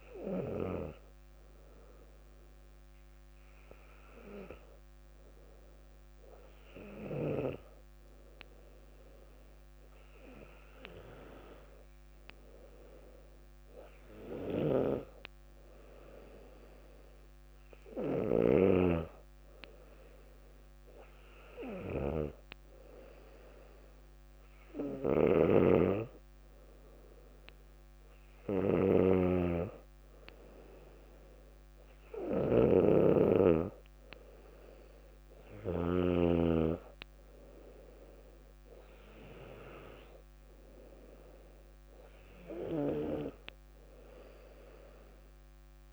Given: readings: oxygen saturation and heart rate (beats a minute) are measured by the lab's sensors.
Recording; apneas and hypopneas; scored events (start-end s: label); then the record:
breathing in sleep by a microphone on the trachea; none
25.50-36.50 s: snoring (device-marked)
From the record:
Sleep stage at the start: N2 (light sleep); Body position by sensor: on the back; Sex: female